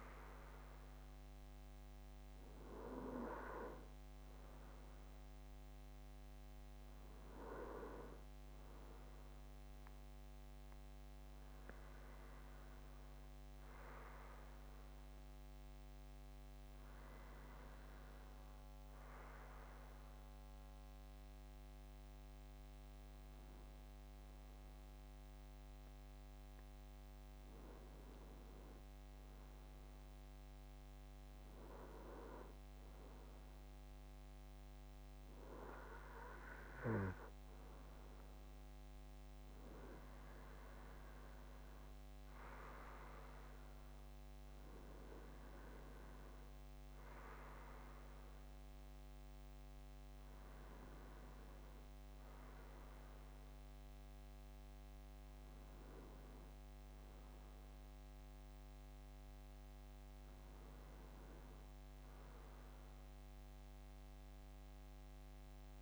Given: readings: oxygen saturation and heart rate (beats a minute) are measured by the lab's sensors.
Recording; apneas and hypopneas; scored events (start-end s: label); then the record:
breathing in sleep by a microphone on the trachea; none
9.50-14.00 s: arousal
From the record:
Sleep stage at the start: N2 (light sleep); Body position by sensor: on the front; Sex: male